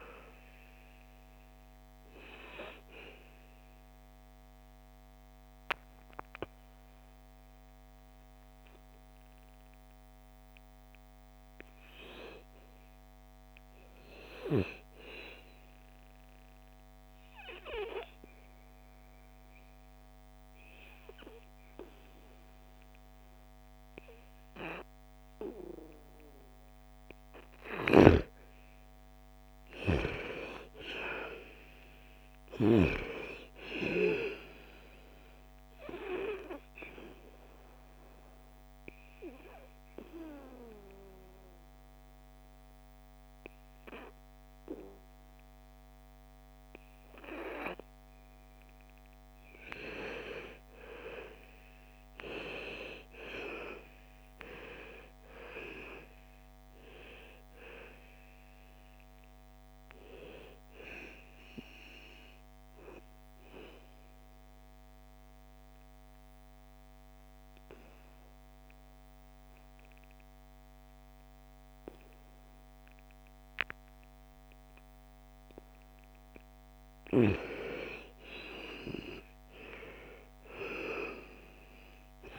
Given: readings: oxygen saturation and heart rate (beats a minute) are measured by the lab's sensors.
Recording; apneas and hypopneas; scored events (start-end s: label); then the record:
breathing in sleep by a microphone on the trachea; 3
0.00-20.00 s: oxygen desaturation (device-marked, oxygen 85% lowest, heart rate 58 extreme)
15.50-28.00 s: obstructive apnea (oxygen 99% before, 86% lowest, heart rate 64 before, 54 extreme, up 8 after)
29.50-33.00 s: arousal
34.00-48.00 s: oxygen desaturation (device-marked, oxygen 99% before, 86% lowest, heart rate 61 before, 54 extreme)
37.00-49.00 s: obstructive apnea (oxygen 99% before, 86% lowest, heart rate 61 before, 54 extreme, up 15 after)
53.50-58.00 s: arousal
58.00-68.00 s: oxygen desaturation (device-marked, oxygen 98% before, 90% lowest, heart rate 61 before, 55 extreme)
63.00-76.50 s: obstructive apnea (oxygen 98% before, 85% lowest, heart rate 62 before, 55 extreme, up 12 after)
78.00-82.00 s: arousal
From the record:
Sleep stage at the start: N2 (light sleep); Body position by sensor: on the back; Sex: female